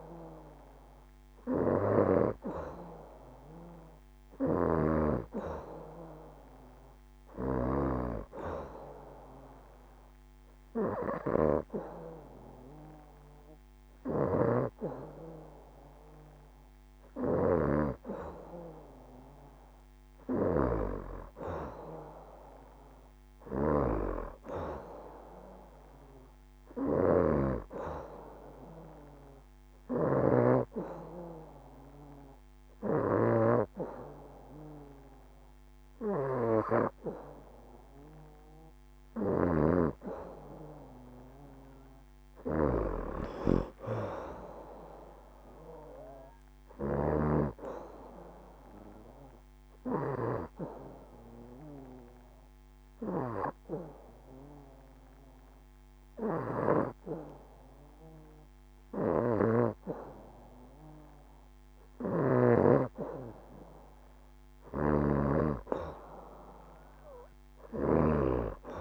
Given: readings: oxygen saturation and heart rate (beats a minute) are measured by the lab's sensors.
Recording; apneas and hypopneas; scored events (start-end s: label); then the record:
breathing in sleep by a microphone on the trachea; 2
13.50-17.00 s: snoring (device-marked)
23.00-39.00 s: snoring (device-marked)
29.00-39.00 s: hypopnea (oxygen 93% before, 90% lowest, heart rate 72 before, 65 extreme, up 0 after)
40.50-44.50 s: arousal
49.00-60.00 s: obstructive apnea (oxygen 94% before, 90% lowest, heart rate 71 before, 65 extreme, up 4 after)
58.50-62.00 s: snoring (device-marked)
64.00-67.50 s: snoring (device-marked)
64.50-68.00 s: arousal
From the record:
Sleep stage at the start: N2 (light sleep); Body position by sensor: on the back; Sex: female